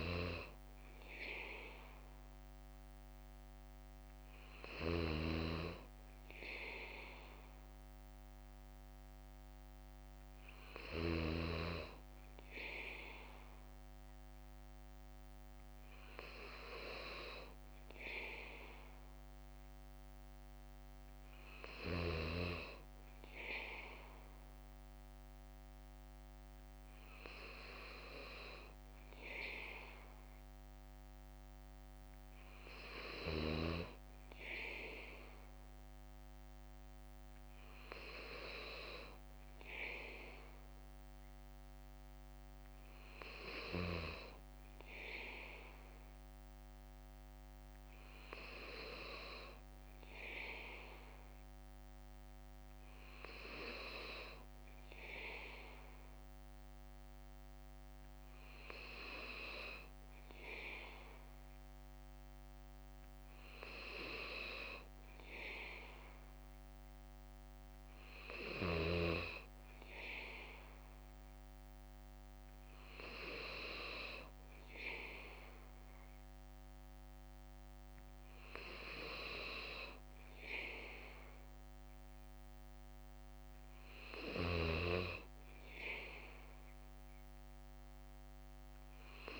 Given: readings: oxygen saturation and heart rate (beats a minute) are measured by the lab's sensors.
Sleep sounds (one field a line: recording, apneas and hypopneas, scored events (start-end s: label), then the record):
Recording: breathing in sleep by a microphone on the trachea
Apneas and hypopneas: none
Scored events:
0.00-11.50 s: bradycardia (device-marked, heart rate 58 extreme)
20.50-29.50 s: bradycardia (device-marked, heart rate 59 before, 58 extreme)
31.50-49.50 s: bradycardia (device-marked, heart rate 59 before, 58 extreme)
From the record:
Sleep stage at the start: N3 (deep sleep)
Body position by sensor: on the back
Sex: male